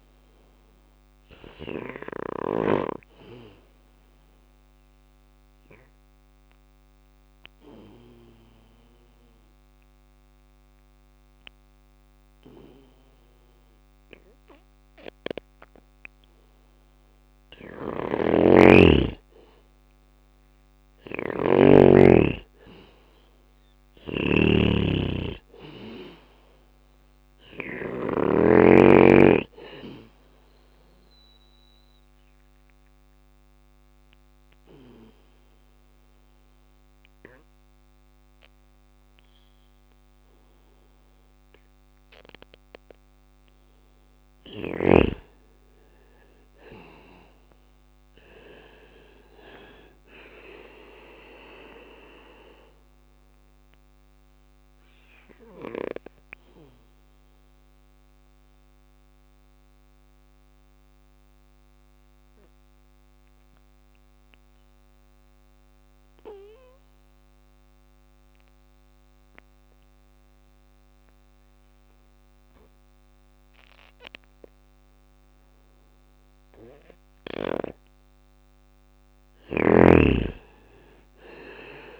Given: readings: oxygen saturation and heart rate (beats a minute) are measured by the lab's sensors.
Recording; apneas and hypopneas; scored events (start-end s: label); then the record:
breathing in sleep by a microphone on the trachea; 3
0.00-1.50 s: snoring (device-marked)
0.00-14.00 s: oxygen desaturation (device-marked, oxygen 93% lowest, heart rate 59 extreme)
1.50-16.00 s: obstructive apnea (oxygen 98% before, 92% lowest, heart rate 61 before, 59 extreme, up 2 after)
15.00-26.00 s: drop in pulse transit time (device-marked, heart rate 61 before, 61 extreme)
16.50-27.00 s: snoring (device-marked)
19.00-22.50 s: arousal
29.50-43.00 s: obstructive apnea (oxygen 98% before, 90% lowest, heart rate 61 before, 59 extreme, up 6 after)
30.00-43.00 s: oxygen desaturation (device-marked, oxygen 97% before, 92% lowest, heart rate 61 before, 59 extreme)
32.00-38.00 s: bradycardia (device-marked, heart rate 60 before, 59 extreme)
44.50-49.00 s: arousal
47.00-62.00 s: drop in pulse transit time (device-marked, heart rate 60 before, 59 extreme)
53.00-74.00 s: oxygen desaturation (device-marked, oxygen 98% before, 93% lowest, heart rate 61 before, 59 extreme)
53.00-77.50 s: obstructive apnea (oxygen 98% before, 90% lowest, heart rate 61 before, 59 extreme, up 3 after)
54.00-59.00 s: bradycardia (device-marked, heart rate 61 before, 59 extreme)
78.00-81.99 s: snoring (device-marked)
79.50-81.99 s: arousal
From the record:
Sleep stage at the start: N2 (light sleep); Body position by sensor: on the back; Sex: male